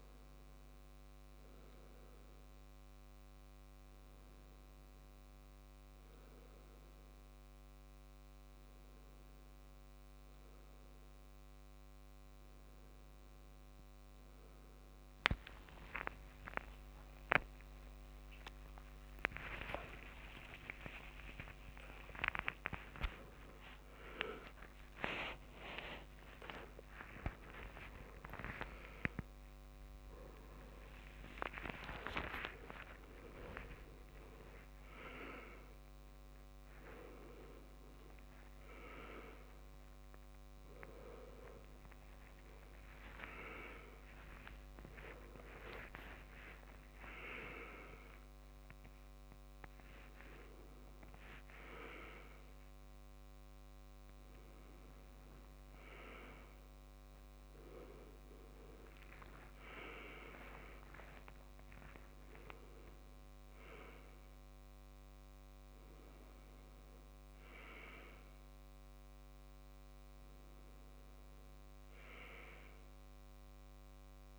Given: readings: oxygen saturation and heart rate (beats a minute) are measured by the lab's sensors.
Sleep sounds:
a person awake in a sleep study, by a microphone on the trachea; none
0.00-10.00 s: oxygen desaturation (device-marked, oxygen 92% lowest, heart rate 83 extreme)
18.00-31.00 s: tachycardia (device-marked, heart rate 87 before, 144 extreme)
19.50-21.50 s: long interval between heartbeats (device-marked, heart rate 86 before, 92 extreme)
23.00-25.00 s: long interval between heartbeats (device-marked, heart rate 87 before, 119 extreme)
26.00-28.00 s: long interval between heartbeats (device-marked, heart rate 93 before, 134 extreme)
68.00-74.39 s: new sleep stage, N1 (lightest sleep)
From the record:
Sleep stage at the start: awake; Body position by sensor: on the left side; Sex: male

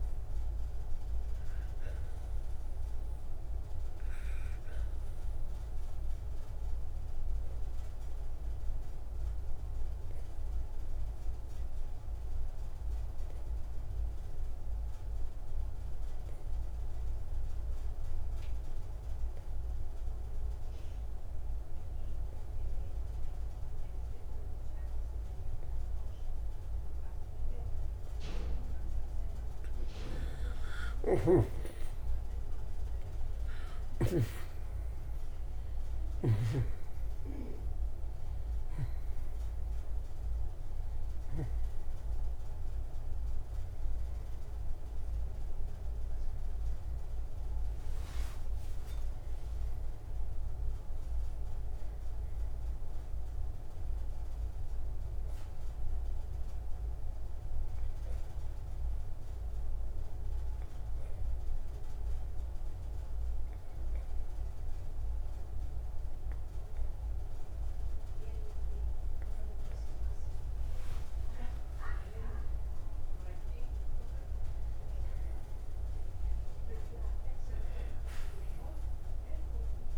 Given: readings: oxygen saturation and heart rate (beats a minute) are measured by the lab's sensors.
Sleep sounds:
breathing in sleep, hard to hear, by a room microphone; 2
0.00-1.00 s: oxygen desaturation (device-marked, oxygen 85% lowest)
6.50-29.50 s: obstructive apnea (oxygen 98% before, 80% lowest)
21.00-74.00 s: oxygen desaturation (device-marked, oxygen 96% before, 80% lowest)
31.00-34.50 s: snoring (device-marked)
33.50-38.00 s: arousal
58.00-70.50 s: obstructive apnea (oxygen 94% before, 80% lowest, heart rate 153 before, 148 extreme, up 58 after)
73.50-79.00 s: arousal
From the record:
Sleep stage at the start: N2 (light sleep); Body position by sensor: on the right side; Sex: male

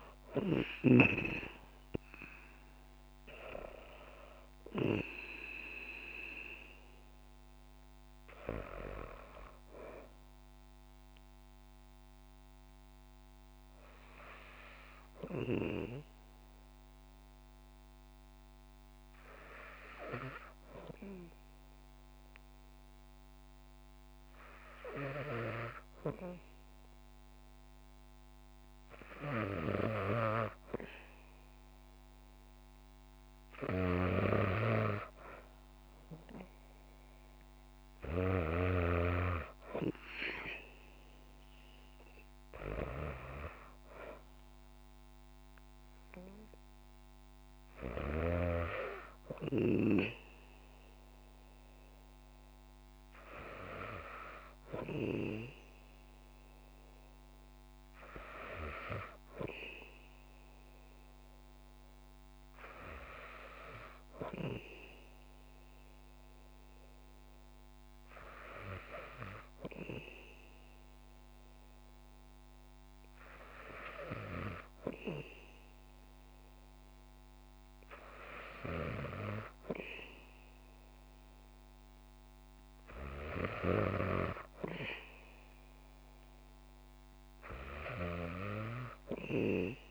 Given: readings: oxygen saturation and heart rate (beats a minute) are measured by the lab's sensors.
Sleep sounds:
breathing in sleep by a microphone on the trachea; 1
17.00-32.00 s: hypopnea (oxygen 96% before, 94% lowest, heart rate 61 before, 59 extreme, up 1 after)
35.00-38.50 s: arousal
From the record:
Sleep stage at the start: N2 (light sleep); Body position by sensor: on the back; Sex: female

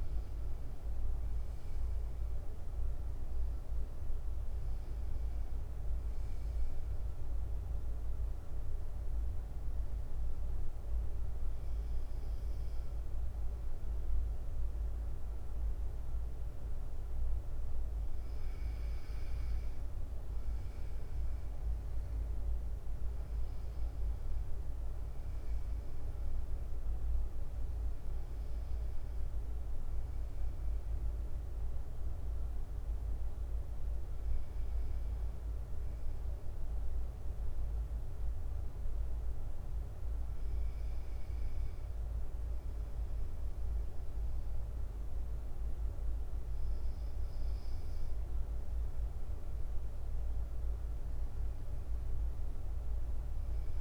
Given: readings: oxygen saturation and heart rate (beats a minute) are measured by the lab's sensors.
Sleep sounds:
breathing in sleep, hard to hear, by a room microphone; none
0.00-2.50 s: bradycardia (device-marked, heart rate 59 extreme)
3.50-20.50 s: bradycardia (device-marked, heart rate 61 before, 55 extreme)
27.50-53.81 s: bradycardia (device-marked, heart rate 61 before, 55 extreme)
From the record:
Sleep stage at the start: N2 (light sleep); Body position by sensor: on the right side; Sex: male

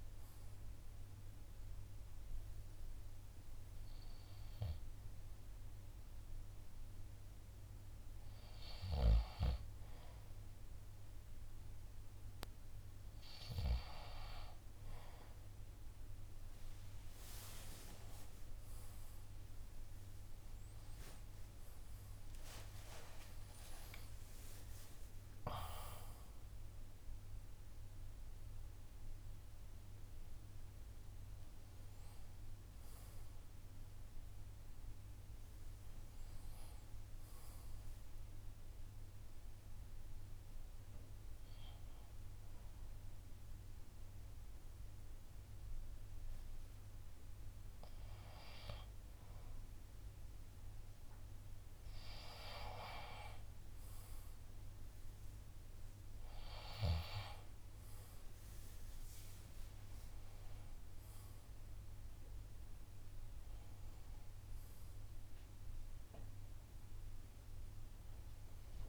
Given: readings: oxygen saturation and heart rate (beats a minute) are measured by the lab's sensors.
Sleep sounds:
breathing in sleep by a room microphone; 2
1.00-16.00 s: hypopnea (oxygen 95% before, 88% lowest)
2.00-15.00 s: oxygen desaturation (device-marked, oxygen 93% before, 88% lowest)
18.50-24.00 s: arousal
22.00-68.89 s: new sleep stage, N1 (lightest sleep)
24.00-29.00 s: drop in pulse transit time (device-marked)
24.00-48.00 s: oxygen desaturation (device-marked, oxygen 96% before, 89% lowest)
39.00-51.00 s: hypopnea (oxygen 96% before, 88% lowest)
52.00-57.00 s: arousal
59.00-68.89 s: oxygen desaturation (device-marked, oxygen 96% before, 88% lowest, heart rate 71 before, 78 extreme)
From the record:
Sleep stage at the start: N2 (light sleep); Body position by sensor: on the left side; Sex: male

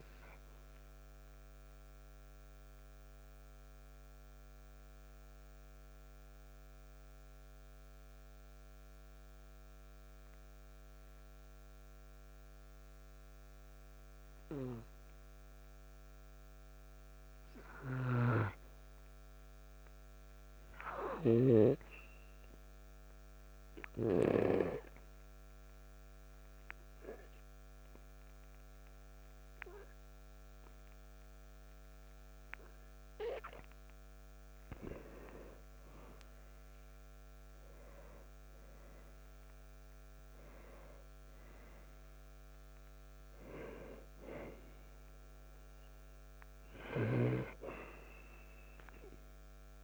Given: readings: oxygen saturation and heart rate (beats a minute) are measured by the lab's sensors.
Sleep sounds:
breathing in sleep by a microphone on the trachea; 2
0.00-18.00 s: oxygen desaturation (device-marked, oxygen 87% lowest, heart rate 56 extreme)
3.00-16.50 s: obstructive apnea (oxygen 98% before, 87% lowest, heart rate 59 before, 56 extreme, up 1 after)
17.00-20.00 s: arousal
24.00-34.50 s: hypopnea (oxygen 98% before, 88% lowest, heart rate 58 before, 58 extreme, up 3 after)
30.00-49.84 s: oxygen desaturation (device-marked, oxygen 98% before, 88% lowest, heart rate 58 before, 54 extreme)
37.00-40.50 s: arousal
From the record:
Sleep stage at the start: N2 (light sleep); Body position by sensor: on the back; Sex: male

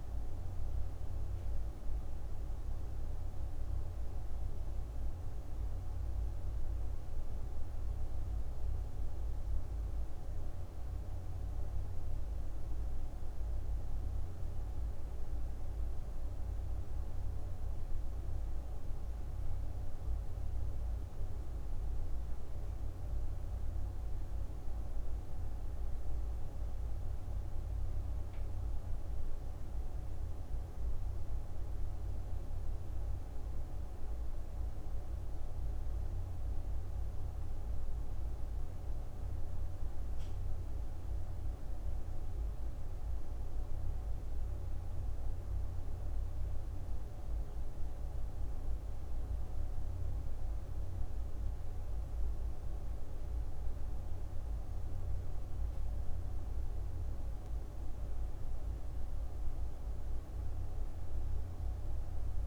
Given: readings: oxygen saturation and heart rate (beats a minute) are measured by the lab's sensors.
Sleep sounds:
breathing in sleep, hard to hear, by a room microphone; none
none scored
From the record:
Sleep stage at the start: N2 (light sleep); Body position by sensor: on the back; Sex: female

